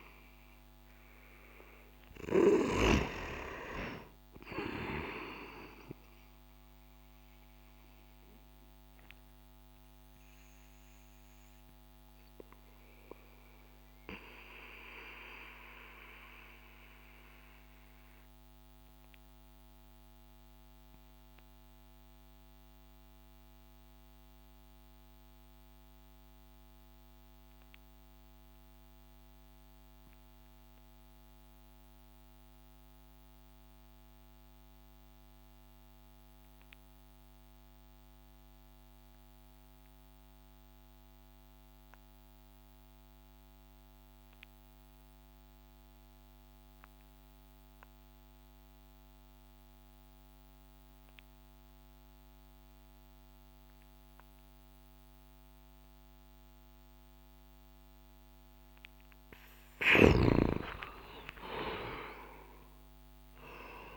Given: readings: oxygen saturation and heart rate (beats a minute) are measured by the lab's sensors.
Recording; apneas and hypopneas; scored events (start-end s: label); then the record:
breathing in sleep by a microphone on the trachea; 1
7.50-58.50 s: mixed apnea (oxygen 97% before, 89% lowest)
17.00-30.00 s: oxygen desaturation (device-marked, oxygen 96% before, 92% lowest)
59.00-63.97 s: snoring (device-marked)
59.50-63.50 s: arousal
From the record:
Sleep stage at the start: N2 (light sleep); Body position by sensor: on the back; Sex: male